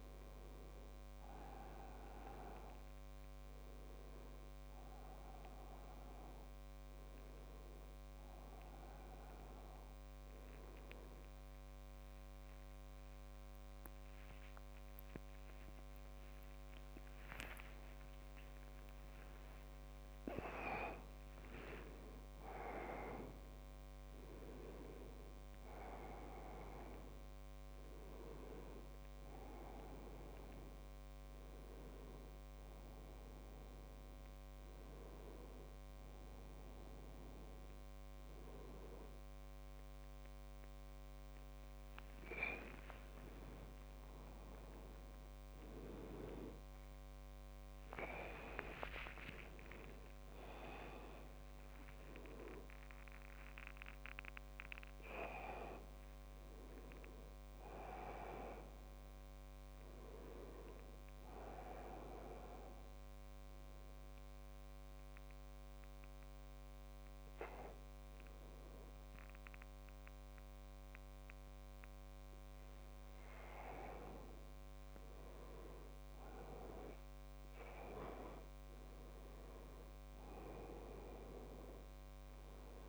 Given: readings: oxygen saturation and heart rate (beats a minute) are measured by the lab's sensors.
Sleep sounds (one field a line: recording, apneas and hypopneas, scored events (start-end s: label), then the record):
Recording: a person awake in a sleep study, by a microphone on the trachea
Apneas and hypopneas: 1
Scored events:
15.00-22.00 s: tachycardia (device-marked, heart rate 72 before, 119 extreme)
17.50-19.50 s: long interval between heartbeats (device-marked, heart rate 76 before, 89 extreme)
21.50-23.50 s: long interval between heartbeats (device-marked, heart rate 81 before, 119 extreme)
59.00-82.88 s: new sleep stage, N1 (lightest sleep)
64.50-75.00 s: hypopnea (oxygen 98% before, 96% lowest, heart rate 77 before, 71 extreme, up 3 after)
78.50-82.00 s: arousal
From the record:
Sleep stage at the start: awake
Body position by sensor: on the back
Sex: male